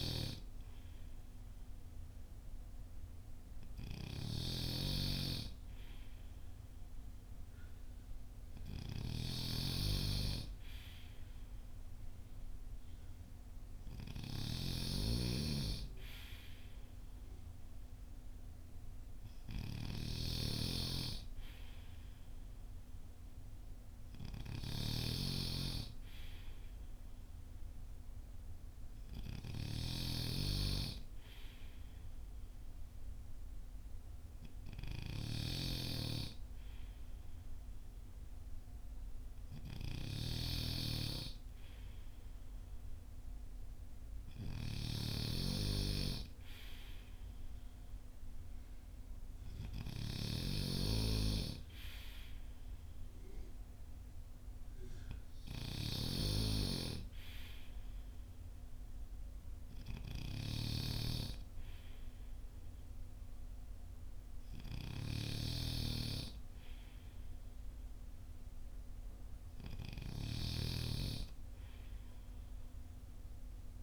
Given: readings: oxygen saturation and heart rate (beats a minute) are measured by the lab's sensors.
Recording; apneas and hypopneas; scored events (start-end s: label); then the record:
breathing in sleep by a room microphone; none
0.00-73.83 s: snoring (device-marked)
From the record:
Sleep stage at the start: N2 (light sleep); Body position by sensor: on the front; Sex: male